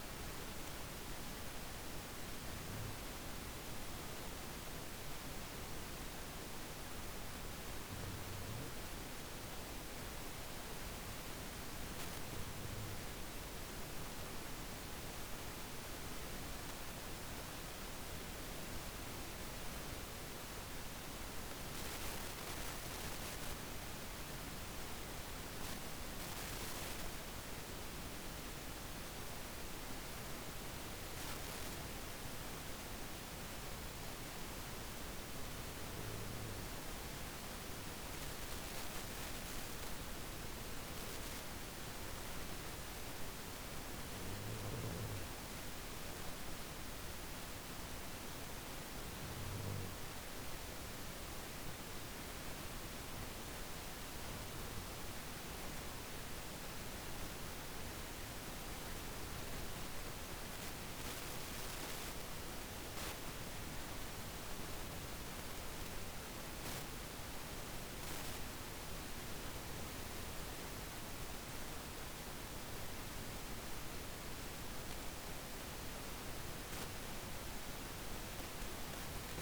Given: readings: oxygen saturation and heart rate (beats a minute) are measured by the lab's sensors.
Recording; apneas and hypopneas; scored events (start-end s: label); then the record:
breathing in sleep, hard to hear, by a microphone on the trachea; 1
0.00-2.50 s: snoring (device-marked)
31.50-44.00 s: hypopnea (oxygen 95% before, 93% lowest, heart rate 56 before, 51 extreme, up 2 after)
45.50-49.50 s: arousal
From the record:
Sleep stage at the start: N2 (light sleep); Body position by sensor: on the back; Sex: male